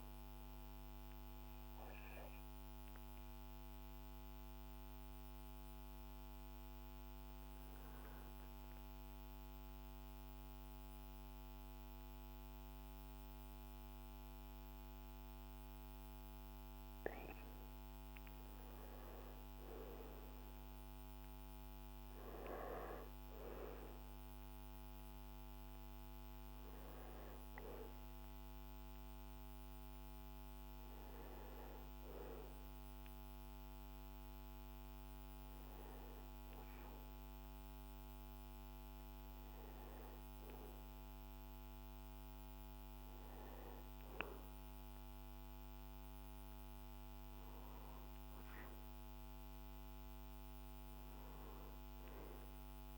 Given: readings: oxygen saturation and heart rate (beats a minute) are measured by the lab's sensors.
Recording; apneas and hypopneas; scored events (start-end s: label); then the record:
a person partly awake in a sleep study, hard to hear, by a microphone on the trachea; none
3.00-52.98 s: new sleep stage, N1 (lightest sleep)
From the record:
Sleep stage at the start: awake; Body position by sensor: on the back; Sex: male